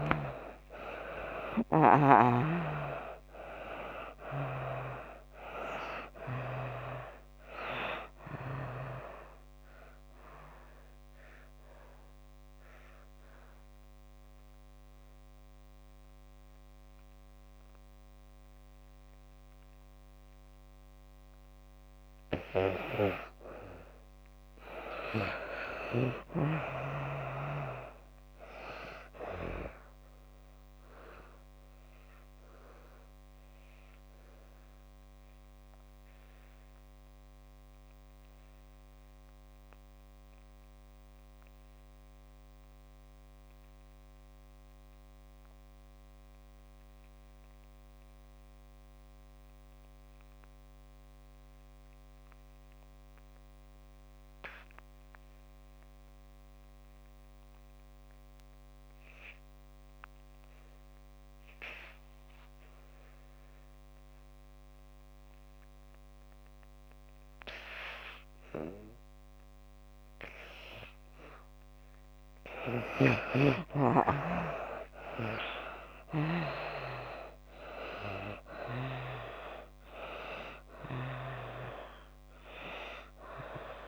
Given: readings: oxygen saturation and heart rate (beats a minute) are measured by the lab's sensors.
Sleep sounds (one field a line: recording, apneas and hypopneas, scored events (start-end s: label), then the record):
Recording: breathing in sleep by a microphone on the trachea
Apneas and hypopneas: 2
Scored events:
0.00-4.00 s: arousal
0.00-28.50 s: oxygen desaturation (device-marked, oxygen 57% lowest)
10.50-21.50 s: obstructive apnea (oxygen 93% before, 57% lowest)
24.00-26.50 s: arousal
29.50-71.50 s: obstructive apnea (oxygen 92% before, 59% lowest)
38.50-53.50 s: oxygen desaturation (device-marked, oxygen 94% before, 76% lowest)
55.50-83.88 s: oxygen desaturation (device-marked, oxygen 94% before, 59% lowest)
73.00-77.00 s: arousal
From the record:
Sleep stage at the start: N2 (light sleep)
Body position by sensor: on the back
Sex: female